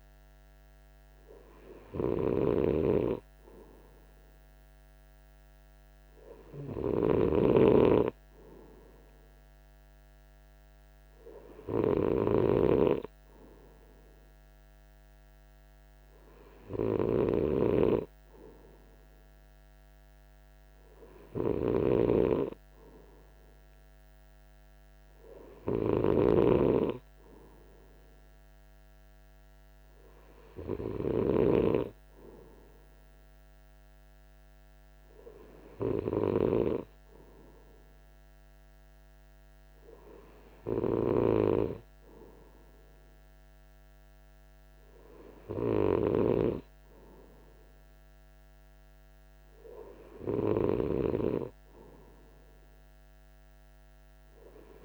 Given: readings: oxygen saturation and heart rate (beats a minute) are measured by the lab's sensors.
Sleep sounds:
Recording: breathing in sleep by a microphone on the trachea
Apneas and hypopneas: none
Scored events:
none scored
From the record:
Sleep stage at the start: N3 (deep sleep)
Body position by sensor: on the right side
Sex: male

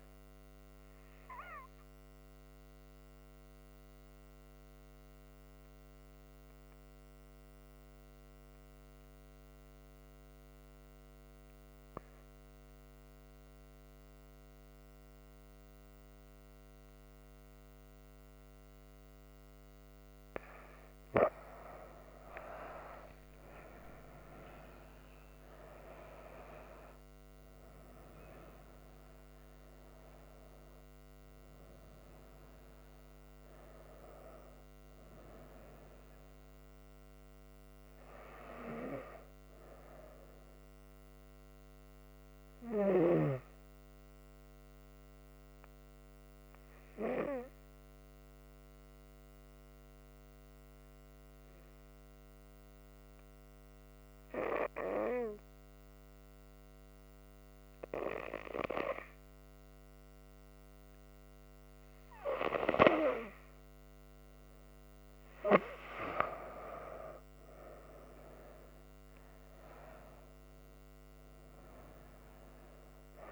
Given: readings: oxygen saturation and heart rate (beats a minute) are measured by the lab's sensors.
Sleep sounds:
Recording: breathing in sleep by a microphone on the trachea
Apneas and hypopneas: 2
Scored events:
2.00-20.50 s: obstructive apnea (oxygen 97% before, 95% lowest, heart rate 68 before, 63 extreme, up 8 after)
14.00-22.00 s: oxygen desaturation (device-marked, oxygen 98% before, 95% lowest, heart rate 67 before, 63 extreme)
23.00-27.50 s: arousal
37.00-73.32 s: new sleep stage, N1 (lightest sleep)
45.50-64.50 s: hypopnea (oxygen 98% before, 94% lowest, heart rate 69 before, 63 extreme, up 6 after)
47.00-54.00 s: oxygen desaturation (device-marked, oxygen 98% before, 95% lowest, heart rate 68 before, 64 extreme)
66.00-71.00 s: arousal
From the record:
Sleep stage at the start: N2 (light sleep)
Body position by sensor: on the front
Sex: female

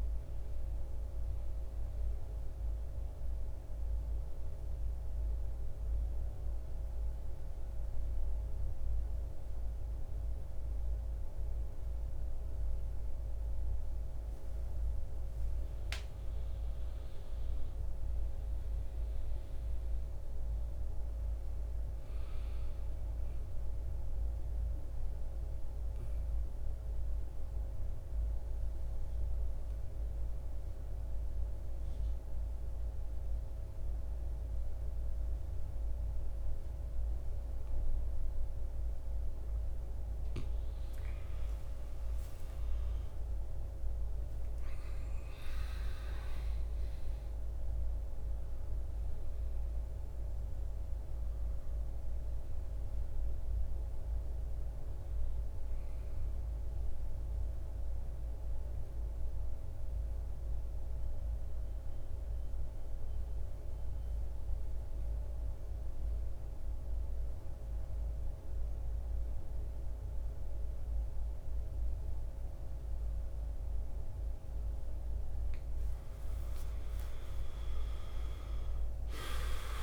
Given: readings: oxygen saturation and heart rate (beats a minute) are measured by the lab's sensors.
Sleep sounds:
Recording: breathing in sleep, hard to hear, by a room microphone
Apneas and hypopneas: 3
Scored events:
0.00-9.00 s: oxygen desaturation (device-marked, oxygen 83% lowest, heart rate 52 extreme)
3.00-15.50 s: mixed apnea (oxygen 96% before, 83% lowest, heart rate 63 before, 52 extreme, up 6 after)
17.00-21.00 s: arousal
25.50-40.00 s: obstructive apnea (oxygen 98% before, 87% lowest, heart rate 54 before, 51 extreme, up 20 after)
28.00-39.00 s: oxygen desaturation (device-marked, oxygen 98% before, 94% lowest, heart rate 54 before, 52 extreme)
43.00-47.50 s: arousal
47.00-69.00 s: oxygen desaturation (device-marked, oxygen 96% before, 88% lowest)
57.50-74.50 s: obstructive apnea (oxygen 96% before, 87% lowest)
78.00-79.83 s: arousal
From the record:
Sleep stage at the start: N2 (light sleep)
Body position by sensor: on the back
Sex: male

